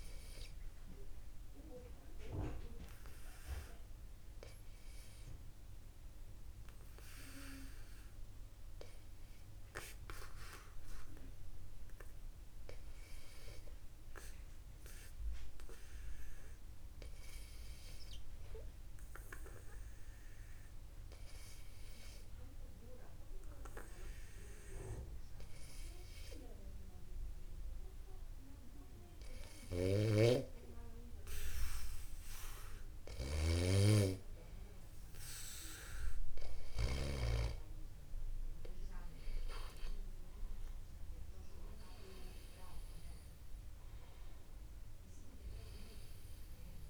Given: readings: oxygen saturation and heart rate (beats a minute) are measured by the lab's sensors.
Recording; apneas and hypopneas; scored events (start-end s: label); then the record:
breathing in sleep by a room microphone; 1
0.50-30.50 s: obstructive apnea (oxygen 95% before, 94% lowest, heart rate 56 before, 50 extreme, up 1 after)
30.50-34.00 s: snoring (device-marked)
35.50-40.50 s: arousal
From the record:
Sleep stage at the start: N2 (light sleep); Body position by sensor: upright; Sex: male